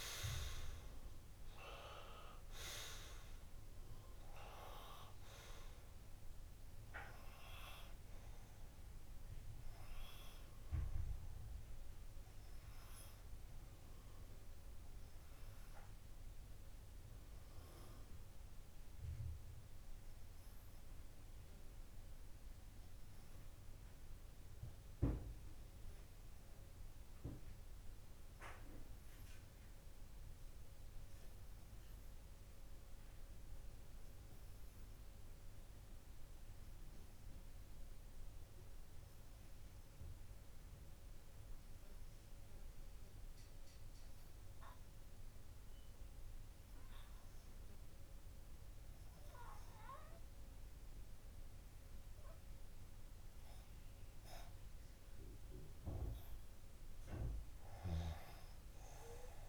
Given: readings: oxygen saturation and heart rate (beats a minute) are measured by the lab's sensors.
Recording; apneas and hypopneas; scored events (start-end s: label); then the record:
breathing in sleep by a room microphone; 1
0.00-3.50 s: oxygen desaturation (device-marked, oxygen 94% lowest)
13.00-54.00 s: obstructive apnea (oxygen 97% before, 90% lowest)
56.00-59.49 s: arousal
From the record:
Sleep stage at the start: N2 (light sleep); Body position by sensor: on the left side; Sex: male